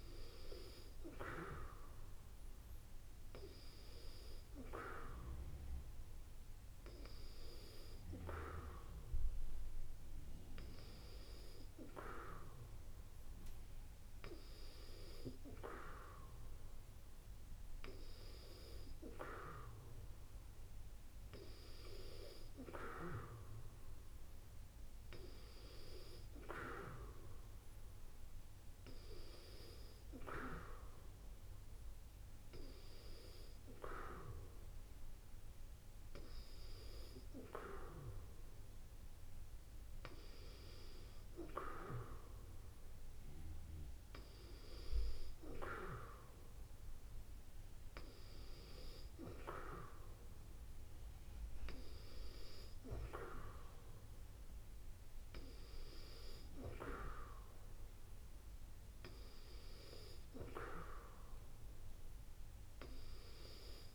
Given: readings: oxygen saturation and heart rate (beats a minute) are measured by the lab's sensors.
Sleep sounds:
breathing in sleep by a room microphone; none
none scored
From the record:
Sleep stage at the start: N2 (light sleep); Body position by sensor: on the back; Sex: female

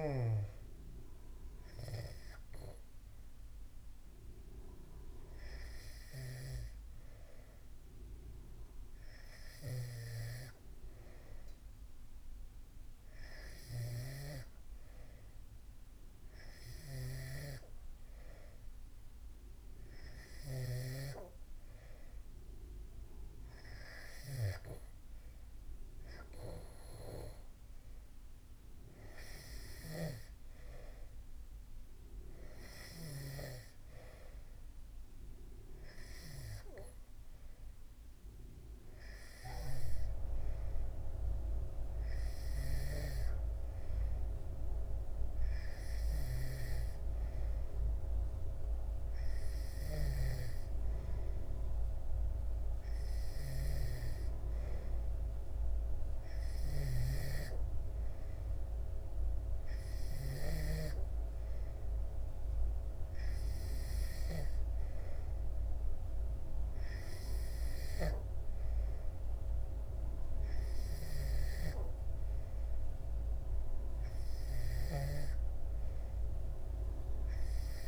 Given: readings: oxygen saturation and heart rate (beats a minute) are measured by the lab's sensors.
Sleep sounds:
breathing in sleep by a room microphone; none
none scored
From the record:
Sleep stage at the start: N2 (light sleep); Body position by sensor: on the back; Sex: male

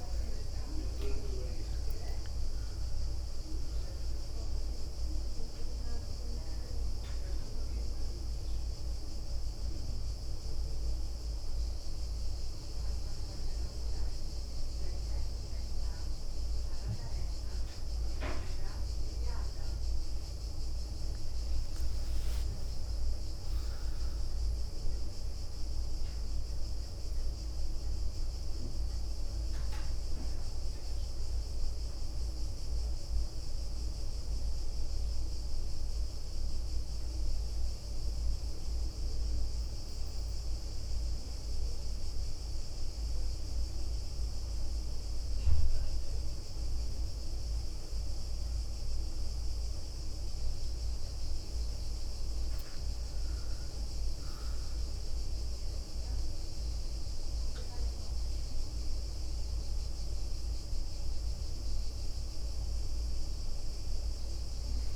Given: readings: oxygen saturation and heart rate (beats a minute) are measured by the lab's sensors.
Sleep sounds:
breathing in sleep, hard to hear, by a room microphone; 2
2.00-4.50 s: leg movement (device-marked)
5.50-9.00 s: leg movement (device-marked)
8.00-20.00 s: hypopnea (oxygen 99% before, 94% lowest, heart rate 76 before, 69 extreme, up 5 after)
17.50-23.50 s: leg movement (device-marked)
21.50-26.50 s: arousal
25.50-27.00 s: leg movement (device-marked)
33.00-49.00 s: obstructive apnea (oxygen 98% before, 93% lowest, heart rate 72 before, 69 extreme, up 10 after)
34.50-37.50 s: leg movement (device-marked)
46.50-64.96 s: oxygen desaturation (device-marked, oxygen 98% before, 94% lowest, heart rate 72 before, 70 extreme)
50.00-51.00 s: leg movement (device-marked)
51.50-56.50 s: arousal
61.50-64.96 s: leg movement (device-marked)
From the record:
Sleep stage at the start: N1 (lightest sleep); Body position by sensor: on the back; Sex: female

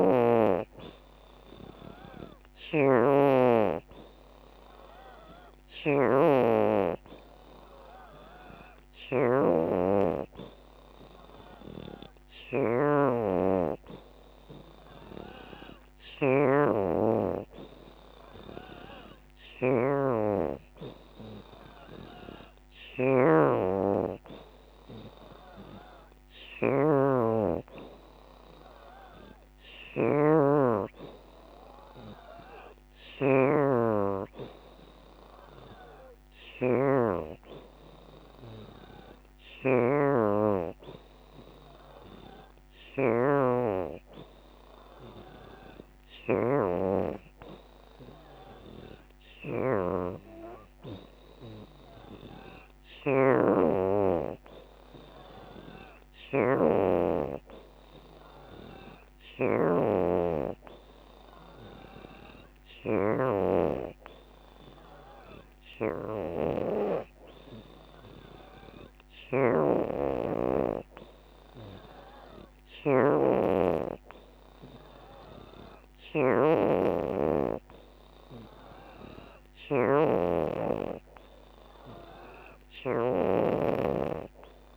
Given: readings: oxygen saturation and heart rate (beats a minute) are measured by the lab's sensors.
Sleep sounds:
breathing in sleep by a microphone on the trachea; none
0.00-7.50 s: oxygen desaturation (device-marked, oxygen 81% lowest, heart rate 79 extreme)
From the record:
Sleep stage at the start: N3 (deep sleep); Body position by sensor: on the back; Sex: female

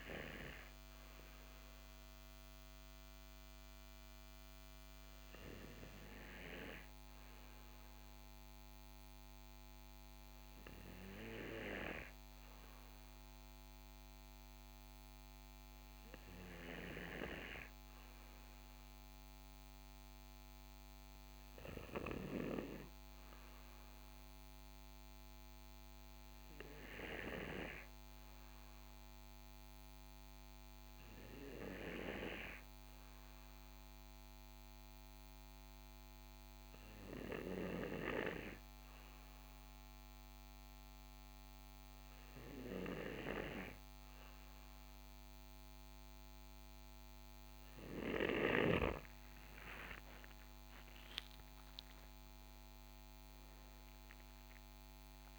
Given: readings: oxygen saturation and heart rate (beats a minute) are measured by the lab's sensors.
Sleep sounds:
breathing in sleep by a microphone on the trachea; none
49.50-54.00 s: arousal
From the record:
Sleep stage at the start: N2 (light sleep); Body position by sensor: on the right side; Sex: male

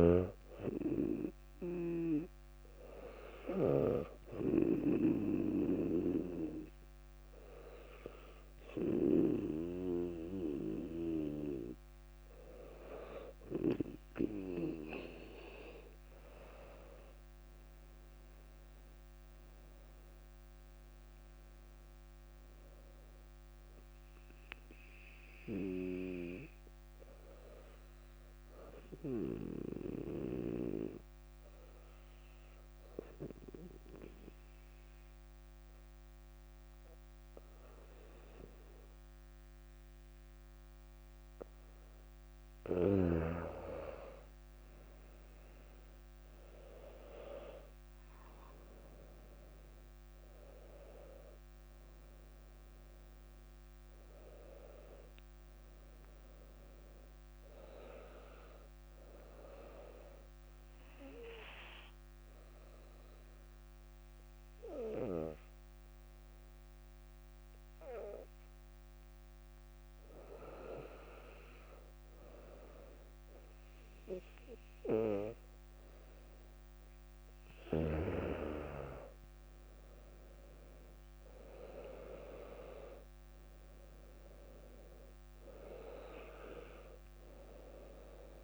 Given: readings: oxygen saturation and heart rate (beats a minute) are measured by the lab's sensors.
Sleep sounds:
breathing in sleep by a microphone on the trachea; 3
2.50-12.50 s: obstructive apnea (oxygen 99% before, 96% lowest, heart rate 60 before, 58 extreme, up 3 after)
3.50-16.50 s: oxygen desaturation (device-marked, oxygen 99% before, 96% lowest, heart rate 60 before, 58 extreme)
16.00-21.00 s: arousal
29.50-42.00 s: obstructive apnea (oxygen 99% before, 96% lowest, heart rate 62 before, 57 extreme, up 6 after)
46.00-52.00 s: arousal
60.50-71.50 s: obstructive apnea (oxygen 99% before, 95% lowest, heart rate 62 before, 57 extreme, up 2 after)
75.50-80.50 s: arousal
From the record:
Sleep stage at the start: N2 (light sleep); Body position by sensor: on the back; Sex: female

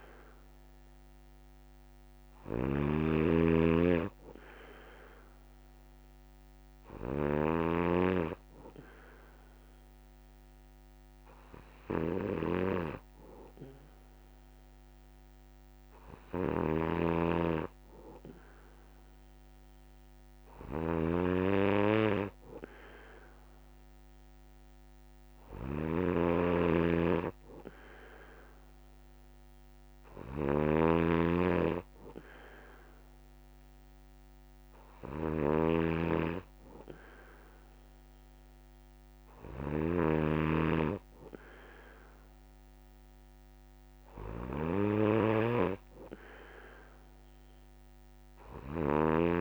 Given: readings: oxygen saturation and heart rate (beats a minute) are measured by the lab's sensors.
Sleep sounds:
breathing in sleep by a microphone on the trachea; none
0.00-49.41 s: snoring (device-marked)
From the record:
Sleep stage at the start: N1 (lightest sleep); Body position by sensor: on the back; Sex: male

